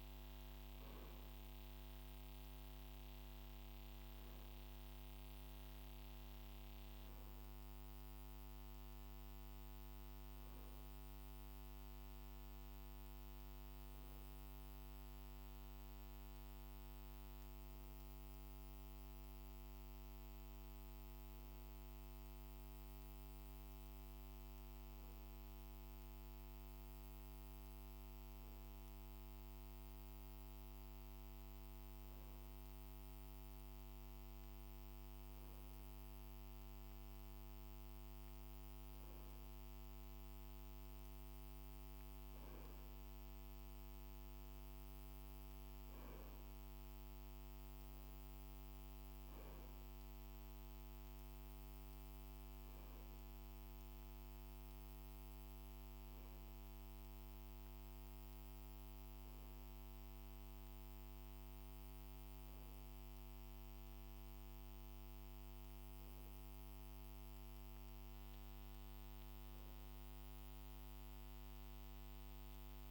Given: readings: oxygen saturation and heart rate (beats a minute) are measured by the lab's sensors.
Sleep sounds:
breathing in sleep, hard to hear, by a microphone on the trachea; none
none scored
From the record:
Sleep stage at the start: N2 (light sleep); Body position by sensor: on the right side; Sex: male

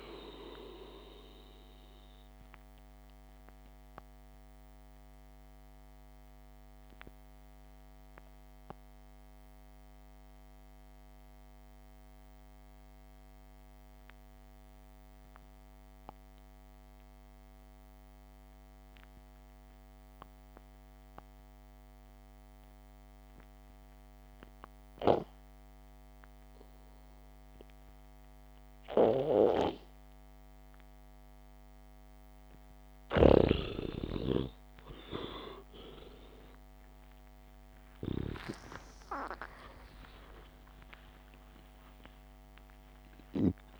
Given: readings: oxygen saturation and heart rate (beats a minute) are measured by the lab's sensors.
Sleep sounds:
breathing in sleep by a microphone on the trachea; 1
5.50-11.50 s: oxygen desaturation (device-marked, oxygen 97% before, 93% lowest, heart rate 58 before, 48 extreme)
5.50-33.00 s: obstructive apnea (oxygen 97% before, 88% lowest, heart rate 58 before, 48 extreme, up 55 after)
13.50-26.50 s: oxygen desaturation (device-marked, oxygen 96% before, 91% lowest, heart rate 56 before, 48 extreme)
38.50-43.50 s: arousal
39.00-41.00 s: long interval between heartbeats (device-marked, heart rate 61 before, 67 extreme)
41.50-43.50 s: long interval between heartbeats (device-marked, heart rate 63 before, 122 extreme)
From the record:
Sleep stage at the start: N2 (light sleep); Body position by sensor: on the back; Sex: male

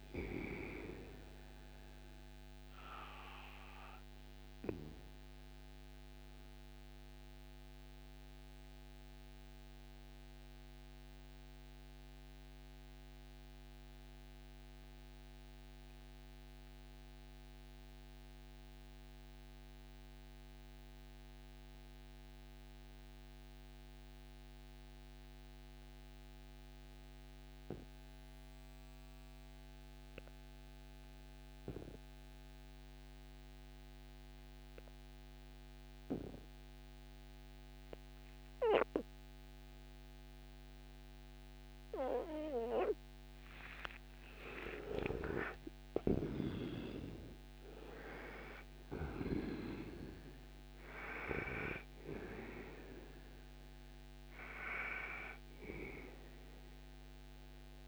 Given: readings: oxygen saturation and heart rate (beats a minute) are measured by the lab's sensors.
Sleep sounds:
breathing in sleep by a microphone on the trachea; 1
0.00-23.00 s: oxygen desaturation (device-marked, oxygen 81% lowest, heart rate 57 extreme)
4.00-44.00 s: mixed apnea (oxygen 99% before, 79% lowest, heart rate 63 before, 57 extreme, up 35 after)
38.00-57.88 s: oxygen desaturation (device-marked, oxygen 98% before, 79% lowest, heart rate 61 before, 58 extreme)
45.50-49.00 s: snoring (device-marked)
45.50-50.00 s: arousal
From the record:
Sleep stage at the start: N2 (light sleep); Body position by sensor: on the right side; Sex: male

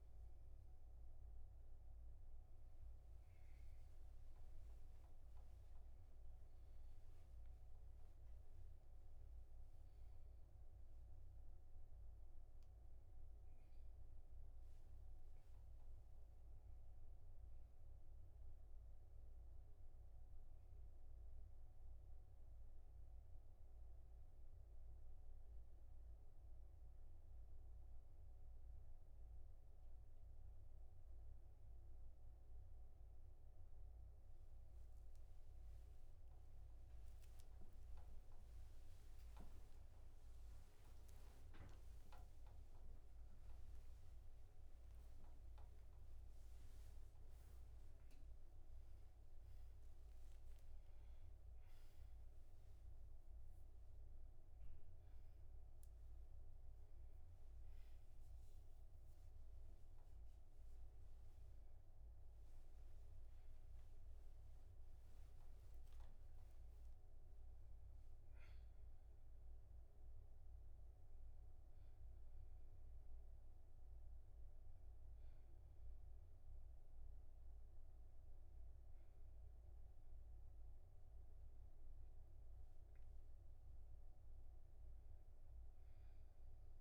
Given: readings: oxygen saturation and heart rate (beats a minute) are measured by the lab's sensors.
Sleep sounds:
a person awake in a sleep study, hard to hear, by a room microphone; none
none scored
From the record:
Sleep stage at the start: awake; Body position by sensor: on the back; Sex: male

